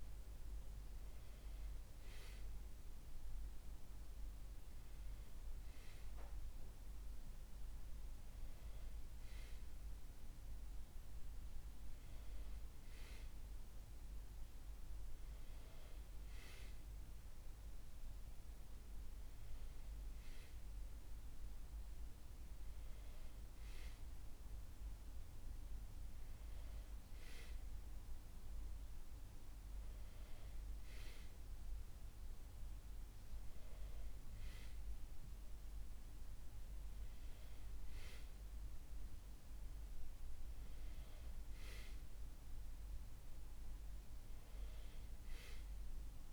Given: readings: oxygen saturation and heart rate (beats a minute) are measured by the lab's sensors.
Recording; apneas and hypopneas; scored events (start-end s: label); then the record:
breathing in sleep, hard to hear, by a room microphone; none
none scored
From the record:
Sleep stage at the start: N2 (light sleep); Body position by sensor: on the back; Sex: male